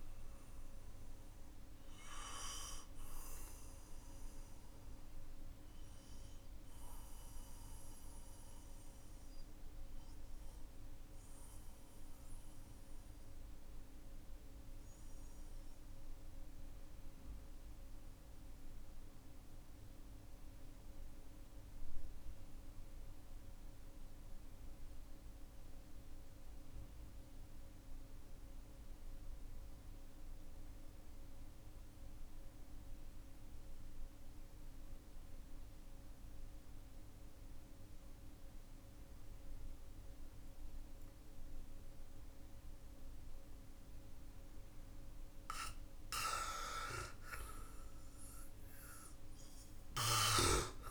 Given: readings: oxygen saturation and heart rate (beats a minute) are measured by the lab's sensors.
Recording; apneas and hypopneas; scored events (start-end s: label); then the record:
breathing in sleep by a room microphone; 1
3.50-45.00 s: mixed apnea (oxygen 98% before, 91% lowest, heart rate 51 before, 43 extreme, up 14 after)
6.50-23.50 s: oxygen desaturation (device-marked, oxygen 96% before, 93% lowest, heart rate 49 before, 46 extreme)
38.50-50.91 s: oxygen desaturation (device-marked, oxygen 99% before, 91% lowest, heart rate 52 before, 42 extreme)
46.50-50.91 s: arousal
From the record:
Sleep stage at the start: N2 (light sleep); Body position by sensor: on the back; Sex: male